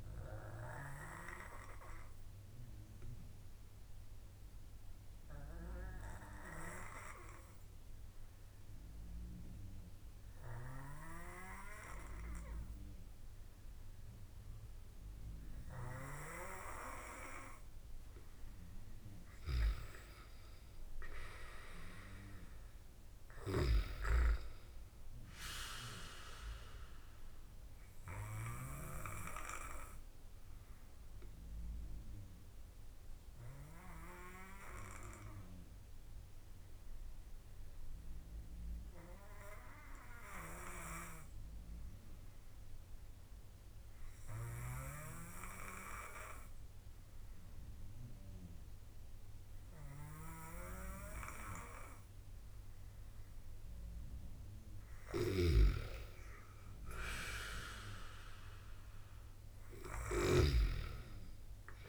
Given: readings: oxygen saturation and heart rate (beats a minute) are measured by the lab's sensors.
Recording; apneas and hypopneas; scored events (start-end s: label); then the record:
breathing in sleep by a room microphone; 2
0.00-16.00 s: oxygen desaturation (device-marked, oxygen 93% lowest)
2.00-18.50 s: obstructive apnea (oxygen 98% before, 92% lowest)
20.00-23.00 s: arousal
23.00-41.00 s: oxygen desaturation (device-marked, oxygen 96% before, 92% lowest)
28.50-54.00 s: obstructive apnea (oxygen 96% before, 92% lowest)
55.50-61.00 s: snoring (device-marked)
56.00-60.00 s: arousal
58.00-61.89 s: oxygen desaturation (device-marked, oxygen 96% before, 92% lowest)
From the record:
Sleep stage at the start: N2 (light sleep); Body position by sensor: on the back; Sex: male